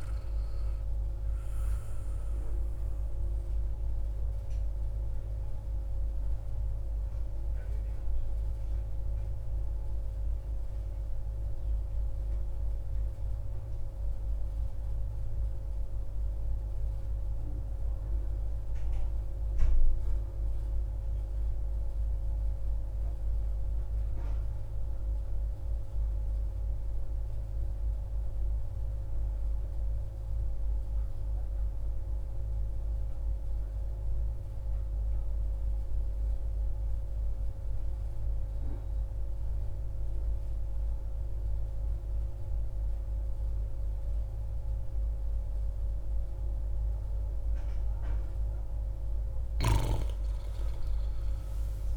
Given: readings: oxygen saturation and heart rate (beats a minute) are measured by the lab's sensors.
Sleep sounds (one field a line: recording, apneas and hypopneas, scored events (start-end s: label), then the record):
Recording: breathing in sleep, hard to hear, by a room microphone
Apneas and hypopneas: 1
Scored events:
0.00-5.50 s: oxygen desaturation (device-marked, oxygen 88% lowest, heart rate 59 extreme)
4.50-47.50 s: mixed apnea (oxygen 93% before, 90% lowest, heart rate 71 before, 60 extreme, up 13 after)
35.50-51.97 s: oxygen desaturation (device-marked, oxygen 97% before, 90% lowest, heart rate 61 before, 59 extreme)
49.00-51.97 s: arousal
From the record:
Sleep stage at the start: N2 (light sleep)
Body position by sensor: on the back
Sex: male